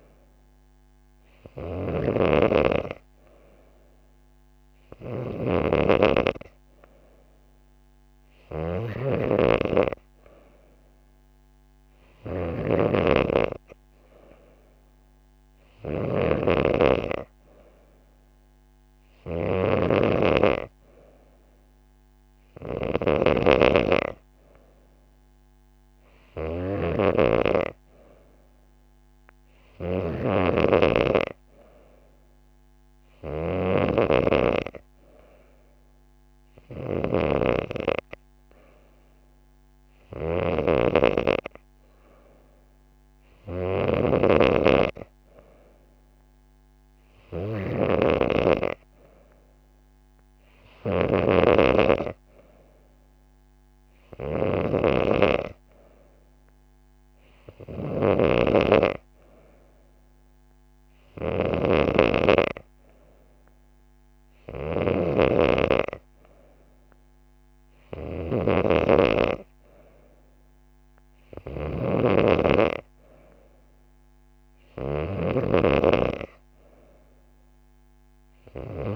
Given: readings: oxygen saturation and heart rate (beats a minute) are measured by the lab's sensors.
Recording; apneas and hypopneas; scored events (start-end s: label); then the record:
breathing in sleep by a microphone on the trachea; none
none scored
From the record:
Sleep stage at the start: N2 (light sleep); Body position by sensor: on the back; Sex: female